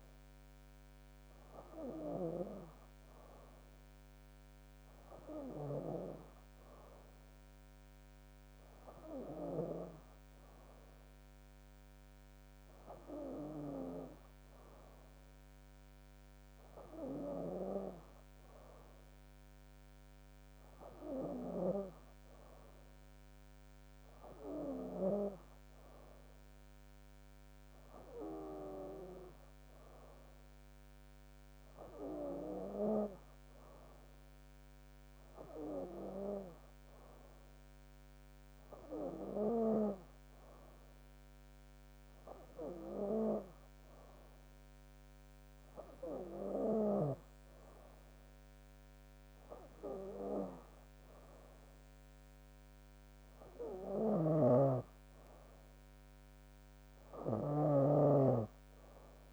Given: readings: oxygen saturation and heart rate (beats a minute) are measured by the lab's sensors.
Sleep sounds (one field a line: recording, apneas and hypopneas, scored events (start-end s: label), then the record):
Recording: breathing in sleep by a microphone on the trachea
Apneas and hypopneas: none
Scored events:
54.00-59.33 s: snoring (device-marked)
From the record:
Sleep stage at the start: N2 (light sleep)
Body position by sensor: on the back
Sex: female